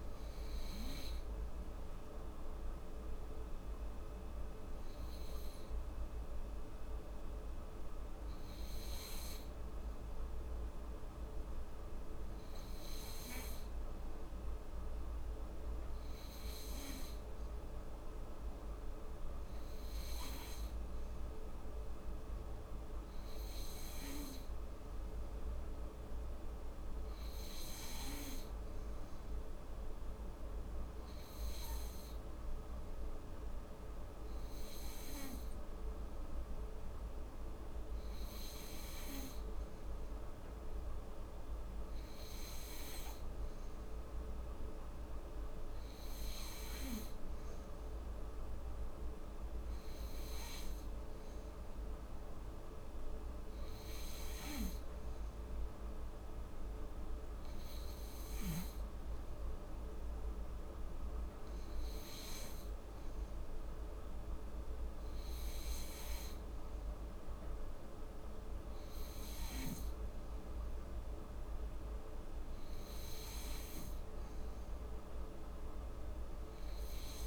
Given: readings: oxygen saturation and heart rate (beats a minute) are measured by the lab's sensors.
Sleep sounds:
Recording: breathing in sleep, hard to hear, by a room microphone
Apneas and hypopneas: none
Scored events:
22.50-23.50 s: oxygen desaturation (device-marked, oxygen 98% before, 96% lowest, heart rate 75 before, 76 extreme)
From the record:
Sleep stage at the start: N2 (light sleep)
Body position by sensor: on the back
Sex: female

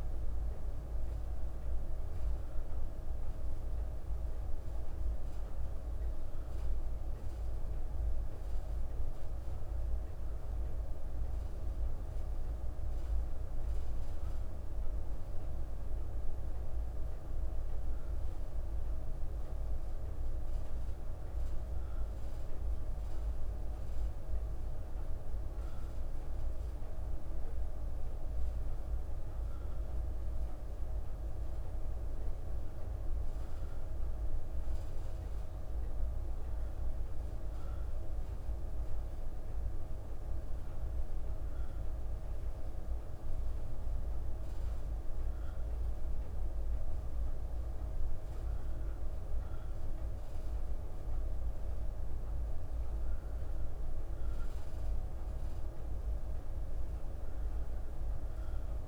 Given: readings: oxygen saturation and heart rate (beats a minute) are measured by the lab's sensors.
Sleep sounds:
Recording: breathing in sleep, hard to hear, by a room microphone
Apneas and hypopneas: none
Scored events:
none scored
From the record:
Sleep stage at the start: N2 (light sleep)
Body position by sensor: on the back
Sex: female

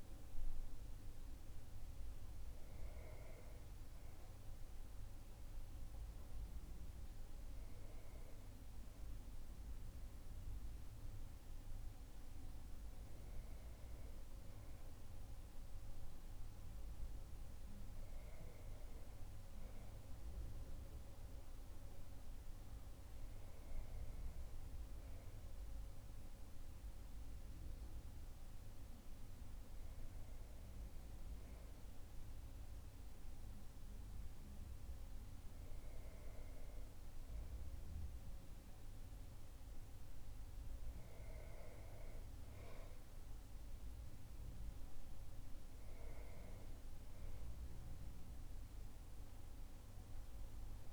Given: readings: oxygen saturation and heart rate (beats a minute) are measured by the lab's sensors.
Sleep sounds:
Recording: breathing in sleep, hard to hear, by a room microphone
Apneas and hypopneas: none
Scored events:
none scored
From the record:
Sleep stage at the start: N2 (light sleep)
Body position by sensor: on the back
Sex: male

